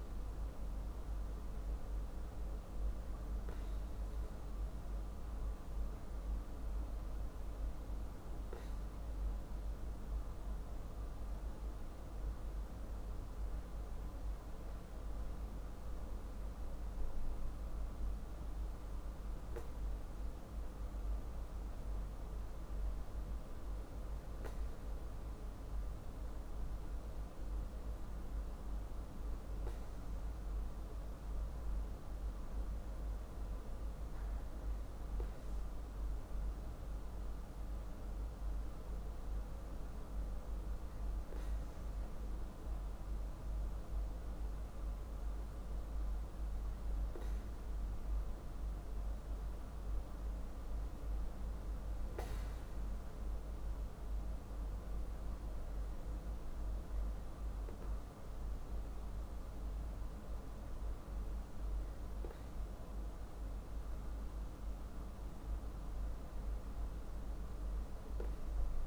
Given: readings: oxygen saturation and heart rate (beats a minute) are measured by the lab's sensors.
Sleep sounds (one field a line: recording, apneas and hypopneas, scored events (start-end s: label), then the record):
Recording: breathing in sleep, hard to hear, by a room microphone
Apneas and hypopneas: none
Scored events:
none scored
From the record:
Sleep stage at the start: N2 (light sleep)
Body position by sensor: on the back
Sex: male